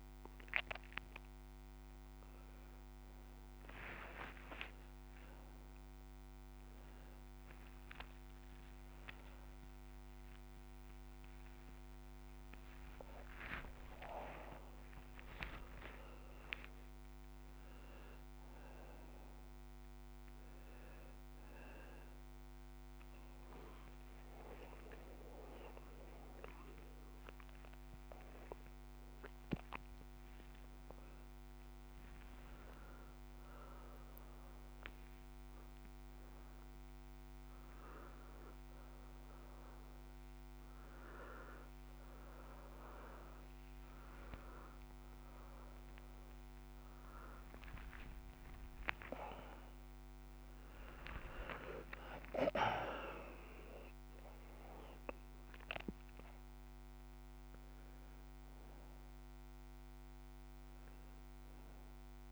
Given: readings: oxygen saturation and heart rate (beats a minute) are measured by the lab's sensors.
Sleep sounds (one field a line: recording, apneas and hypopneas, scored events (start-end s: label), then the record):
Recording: a person awake in a sleep study, by a microphone on the trachea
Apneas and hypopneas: none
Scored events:
15.50-22.50 s: oxygen desaturation (device-marked, oxygen 96% before, 92% lowest, heart rate 174 before, 97 extreme)
38.50-47.50 s: oxygen desaturation (device-marked, oxygen 95% before, 92% lowest, heart rate 135 before, 124 extreme)
60.50-62.32 s: new sleep stage, N1 (lightest sleep)
From the record:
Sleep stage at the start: awake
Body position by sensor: on the back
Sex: male